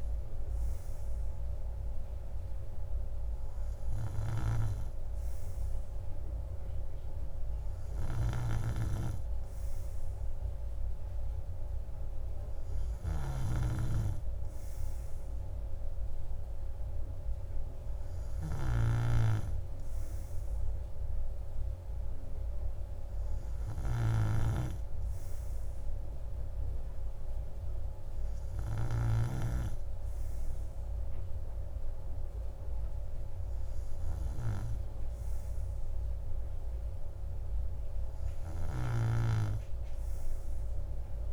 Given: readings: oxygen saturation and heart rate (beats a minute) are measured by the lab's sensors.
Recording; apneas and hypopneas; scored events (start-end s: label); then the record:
breathing in sleep by a room microphone; none
none scored
From the record:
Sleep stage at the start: N2 (light sleep); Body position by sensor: on the right side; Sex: male